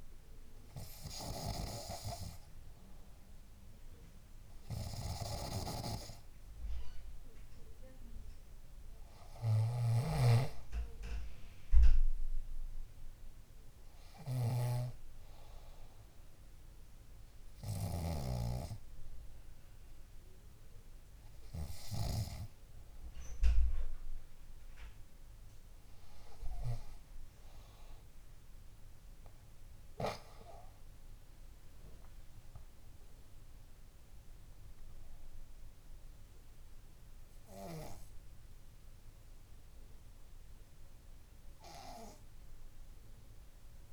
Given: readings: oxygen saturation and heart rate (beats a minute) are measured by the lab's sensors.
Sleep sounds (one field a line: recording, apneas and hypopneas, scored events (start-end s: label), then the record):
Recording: breathing in sleep by a room microphone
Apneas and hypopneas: none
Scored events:
9.50-18.50 s: snoring (device-marked)
From the record:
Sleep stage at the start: N3 (deep sleep)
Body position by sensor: on the back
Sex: female